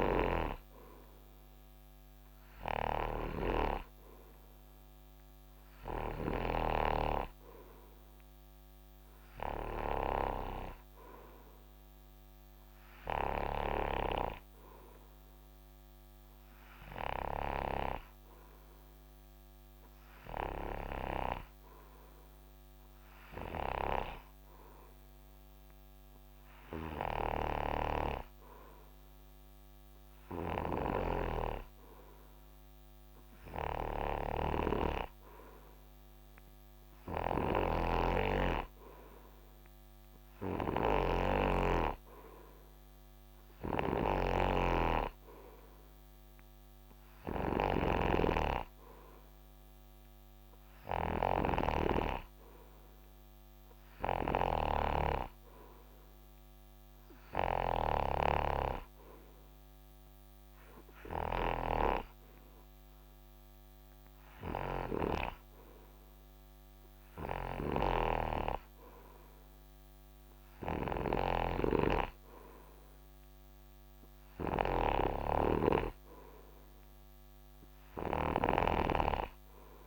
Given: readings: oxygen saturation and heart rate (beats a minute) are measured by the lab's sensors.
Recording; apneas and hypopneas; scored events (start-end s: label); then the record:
breathing in sleep by a microphone on the trachea; none
0.00-79.87 s: snoring (device-marked)
From the record:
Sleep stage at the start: N2 (light sleep); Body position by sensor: on the right side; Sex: male